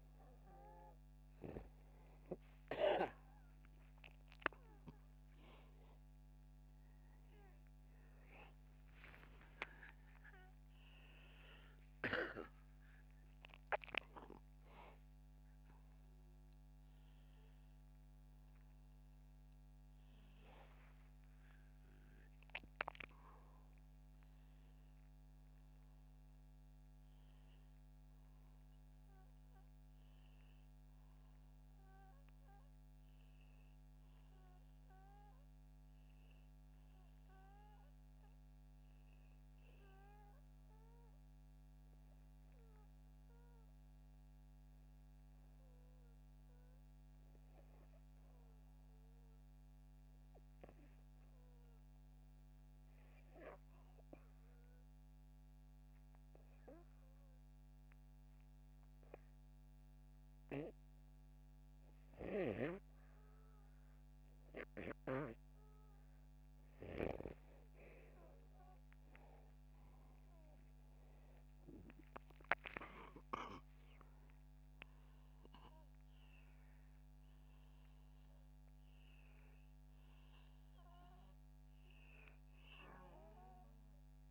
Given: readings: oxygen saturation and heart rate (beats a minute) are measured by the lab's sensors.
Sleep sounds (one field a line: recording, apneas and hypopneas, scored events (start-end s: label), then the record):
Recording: a person partly awake in a sleep study, by a microphone on the trachea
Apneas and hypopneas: 1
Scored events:
11.50-41.50 s: new sleep stage, awake
41.50-84.31 s: new sleep stage, N2 (light sleep)
54.50-64.50 s: hypopnea (oxygen 99% before, 91% lowest, heart rate 74 before, 75 extreme, up 6 after)
64.50-84.31 s: oxygen desaturation (device-marked, oxygen 98% before, 91% lowest, heart rate 75 before, 73 extreme)
67.50-72.50 s: arousal
From the record:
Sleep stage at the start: REM sleep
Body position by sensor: upright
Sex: male